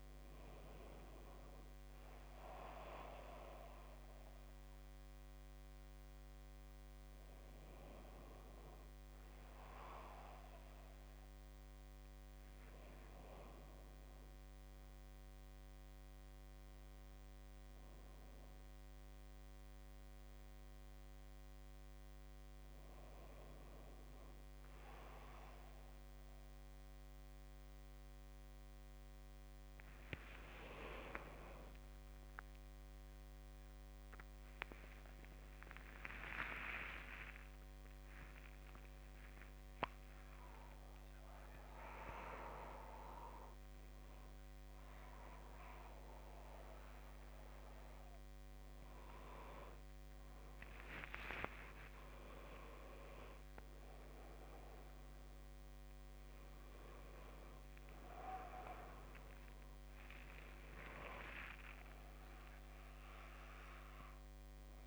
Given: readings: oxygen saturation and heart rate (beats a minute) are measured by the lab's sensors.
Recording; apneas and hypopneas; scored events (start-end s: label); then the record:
a person partly awake in a sleep study, by a microphone on the trachea; none
34.00-64.00 s: new sleep stage, awake
38.00-40.00 s: long interval between heartbeats (device-marked, heart rate 67 before, 97 extreme)
64.00-64.86 s: new sleep stage, N2 (light sleep)
From the record:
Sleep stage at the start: N2 (light sleep); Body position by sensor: on the back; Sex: male